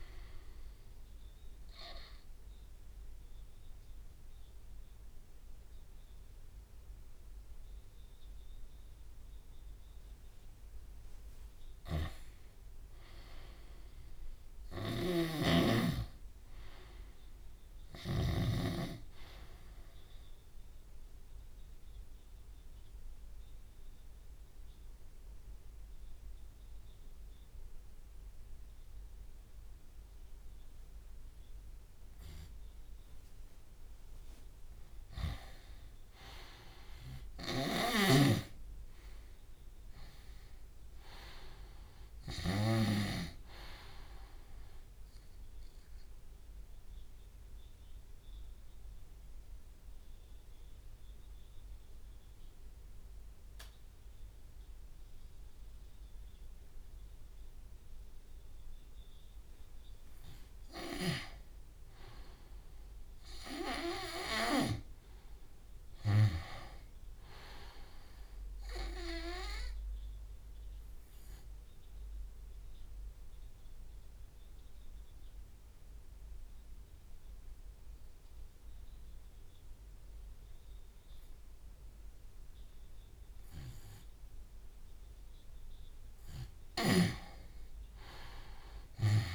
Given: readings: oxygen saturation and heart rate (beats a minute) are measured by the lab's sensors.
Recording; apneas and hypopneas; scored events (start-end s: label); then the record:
breathing in sleep by a room microphone; 4
0.00-15.50 s: oxygen desaturation (device-marked, oxygen 89% lowest)
1.50-14.50 s: drop in pulse transit time (device-marked)
2.00-12.00 s: obstructive apnea (oxygen 100% before, 87% lowest)
7.00-9.00 s: long interval between heartbeats (device-marked, heart rate 33 before, 66 extreme)
12.00-14.00 s: long interval between heartbeats (device-marked, heart rate 37 before, 38 extreme)
12.00-18.50 s: snoring (device-marked)
14.50-16.50 s: long interval between heartbeats (device-marked, heart rate 40 before, 40 extreme)
15.00-19.00 s: arousal
22.50-34.00 s: obstructive apnea (oxygen 97% before, 87% lowest)
25.00-27.00 s: long interval between heartbeats (device-marked, heart rate 42 before, 36 extreme)
27.50-29.50 s: long interval between heartbeats (device-marked, heart rate 39 before, 52 extreme)
27.50-38.50 s: oxygen desaturation (device-marked, oxygen 97% before, 90% lowest)
30.00-32.00 s: long interval between heartbeats (device-marked, heart rate 38 before, 65 extreme)
30.50-39.50 s: drop in pulse transit time (device-marked, heart rate 39 before, 55 extreme)
33.50-35.50 s: long interval between heartbeats (device-marked, heart rate 42 before, 69 extreme)
36.00-40.00 s: arousal
37.50-43.00 s: snoring (device-marked)
46.00-48.00 s: long interval between heartbeats (device-marked, heart rate 50 before, 29 extreme)
46.00-60.00 s: obstructive apnea (oxygen 97% before, 86% lowest, heart rate 50 before, 57 extreme, up 32 after)
49.50-51.50 s: long interval between heartbeats (device-marked, heart rate 48 before, 49 extreme)
49.50-60.50 s: drop in pulse transit time (device-marked, heart rate 48 before, 49 extreme)
54.00-56.00 s: long interval between heartbeats (device-marked, heart rate 45 before, 73 extreme)
54.50-65.50 s: oxygen desaturation (device-marked, oxygen 95% before, 87% lowest, heart rate 45 before, 49 extreme)
61.00-63.00 s: long interval between heartbeats (device-marked, heart rate 49 before, 76 extreme)
61.00-65.00 s: snoring (device-marked)
62.50-67.00 s: arousal
65.50-67.50 s: long interval between heartbeats (device-marked, heart rate 62 before, 70 extreme)
69.50-71.50 s: long interval between heartbeats (device-marked, heart rate 71 before, 76 extreme)
71.50-73.50 s: long interval between heartbeats (device-marked, heart rate 73 before, 63 extreme)
72.50-84.50 s: obstructive apnea (oxygen 98% before, 86% lowest, heart rate 74 before, 42 extreme, up 0 after)
76.50-78.50 s: long interval between heartbeats (device-marked, heart rate 72 before, 68 extreme)
81.50-89.35 s: oxygen desaturation (device-marked, oxygen 96% before, 91% lowest, heart rate 72 before, 42 extreme)
82.50-89.35 s: drop in pulse transit time (device-marked, heart rate 71 before, 42 extreme)
87.00-89.35 s: snoring (device-marked)
87.50-89.35 s: arousal
87.50-89.35 s: long interval between heartbeats (device-marked, heart rate 66 before, 49 extreme)
From the record:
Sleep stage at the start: N2 (light sleep); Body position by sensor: on the left side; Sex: male